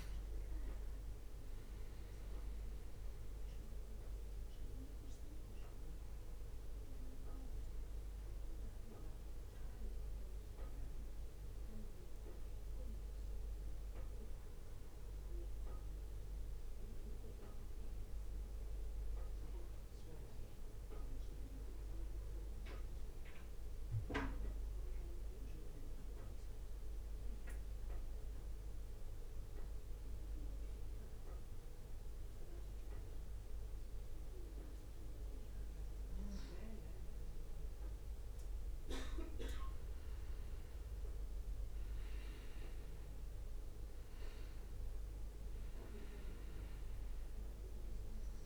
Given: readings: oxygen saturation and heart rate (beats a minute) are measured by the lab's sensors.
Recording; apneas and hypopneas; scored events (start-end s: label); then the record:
breathing in sleep, hard to hear, by a room microphone; 1
0.00-9.00 s: oxygen desaturation (device-marked, oxygen 91% lowest, heart rate 62 extreme)
0.00-21.00 s: drop in pulse transit time (device-marked, heart rate 58 extreme)
24.50-39.50 s: mixed apnea (oxygen 94% before, 91% lowest, heart rate 66 before, 58 extreme, up 0 after)
42.00-45.00 s: arousal
45.00-48.45 s: oxygen desaturation (device-marked, oxygen 98% before, 94% lowest, heart rate 64 before, 58 extreme)
From the record:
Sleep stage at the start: N2 (light sleep); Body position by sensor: on the back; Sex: male